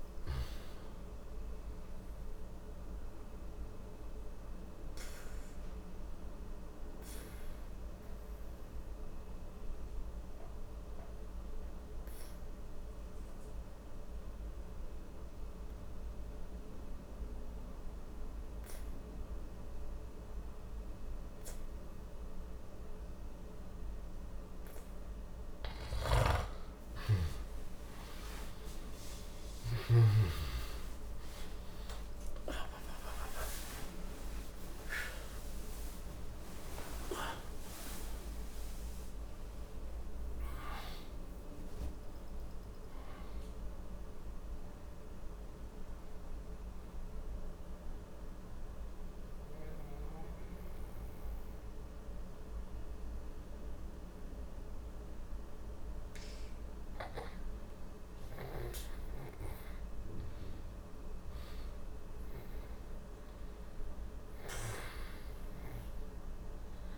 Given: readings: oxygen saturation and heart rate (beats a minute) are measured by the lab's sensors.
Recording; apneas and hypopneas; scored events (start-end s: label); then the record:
a person partly awake in a sleep study, by a room microphone; 2
0.00-18.00 s: oxygen desaturation (device-marked, oxygen 87% lowest, heart rate 59 extreme)
3.00-23.50 s: obstructive apnea (oxygen 98% before, 87% lowest)
16.00-46.00 s: new sleep stage, awake
25.50-30.00 s: snoring (device-marked)
28.00-63.00 s: oxygen desaturation (device-marked, oxygen 98% before, 87% lowest)
46.00-66.98 s: new sleep stage, N1 (lightest sleep)
46.50-56.50 s: obstructive apnea (oxygen 98% before, 87% lowest, heart rate 85 before, 61 extreme, up 16 after)
59.50-65.50 s: arousal
From the record:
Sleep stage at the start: N2 (light sleep); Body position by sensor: on the back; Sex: male